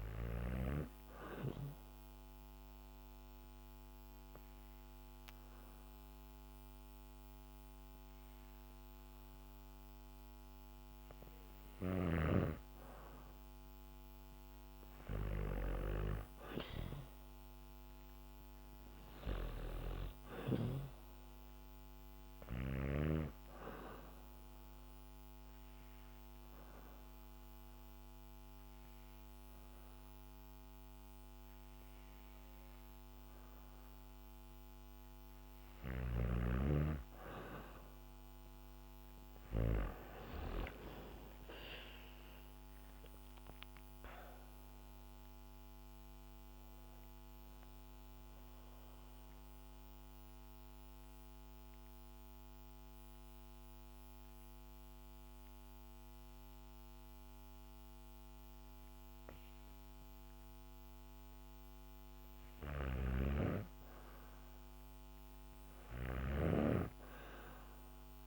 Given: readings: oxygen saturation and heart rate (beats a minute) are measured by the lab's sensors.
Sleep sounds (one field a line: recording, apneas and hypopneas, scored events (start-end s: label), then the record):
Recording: breathing in sleep by a microphone on the trachea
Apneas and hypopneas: 3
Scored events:
0.00-12.00 s: oxygen desaturation (device-marked, oxygen 94% lowest, heart rate 59 extreme)
1.00-11.50 s: obstructive apnea (oxygen 97% before, 93% lowest, heart rate 63 before, 59 extreme, up 3 after)
13.50-17.00 s: arousal
20.00-35.00 s: oxygen desaturation (device-marked, oxygen 97% before, 94% lowest, heart rate 64 before, 57 extreme)
21.50-35.00 s: hypopnea (oxygen 97% before, 93% lowest, heart rate 64 before, 57 extreme, up 8 after)
26.00-30.00 s: bradycardia (device-marked, heart rate 64 before, 59 extreme)
35.00-39.00 s: snoring (device-marked)
40.50-44.50 s: arousal
42.00-61.00 s: oxygen desaturation (device-marked, oxygen 98% before, 93% lowest, heart rate 63 before, 57 extreme)
48.00-61.00 s: mixed apnea (oxygen 98% before, 93% lowest, heart rate 65 before, 57 extreme, up 7 after)
51.00-56.00 s: bradycardia (device-marked, heart rate 64 before, 58 extreme)
62.00-66.00 s: snoring (device-marked)
62.50-65.50 s: arousal
65.00-67.00 s: bradycardia (device-marked, heart rate 64 before, 62 extreme)
From the record:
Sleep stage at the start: N2 (light sleep)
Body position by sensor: on the back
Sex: female